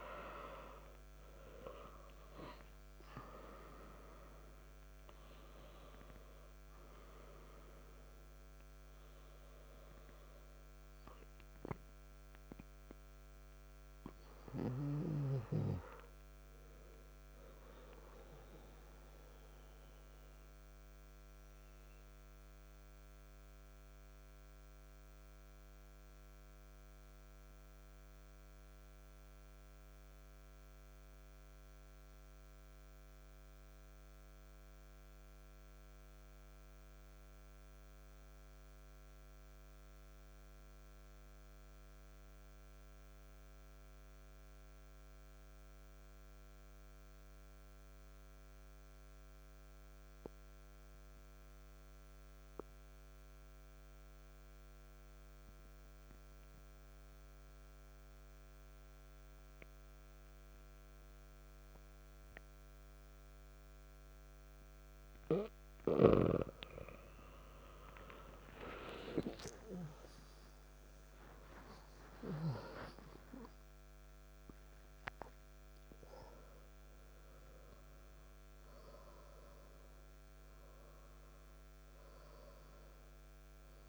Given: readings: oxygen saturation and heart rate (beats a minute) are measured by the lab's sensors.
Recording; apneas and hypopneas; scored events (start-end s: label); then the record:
breathing in sleep by a microphone on the trachea; 1
0.00-21.00 s: oxygen desaturation (device-marked, oxygen 89% lowest, heart rate 57 extreme)
18.00-65.50 s: mixed apnea (oxygen 96% before, 91% lowest, heart rate 63 before, 58 extreme, up 51 after)
50.00-83.89 s: oxygen desaturation (device-marked, oxygen 97% before, 91% lowest, heart rate 59 before, 58 extreme)
67.00-72.00 s: arousal
From the record:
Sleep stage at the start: N2 (light sleep); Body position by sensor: on the back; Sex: male